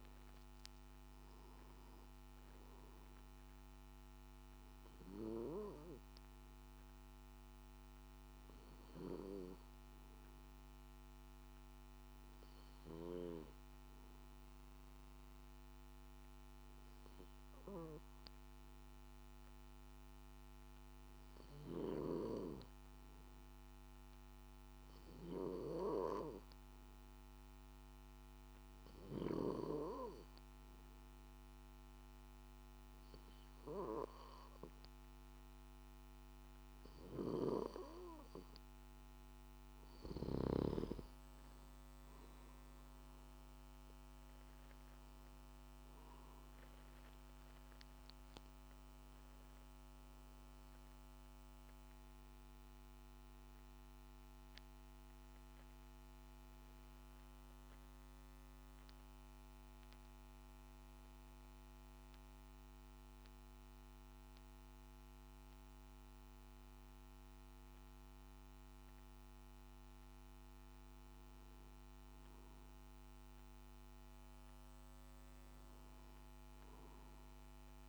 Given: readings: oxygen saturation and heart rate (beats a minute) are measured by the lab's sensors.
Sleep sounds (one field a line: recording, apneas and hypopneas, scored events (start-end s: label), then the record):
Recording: breathing in sleep by a microphone on the trachea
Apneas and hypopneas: 1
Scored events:
9.50-35.50 s: hypopnea (oxygen 97% before, 92% lowest, heart rate 55 before, 52 extreme, up 5 after)
15.00-27.00 s: oxygen desaturation (device-marked, oxygen 95% before, 92% lowest, heart rate 55 before, 52 extreme)
From the record:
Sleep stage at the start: N2 (light sleep)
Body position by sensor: on the back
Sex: male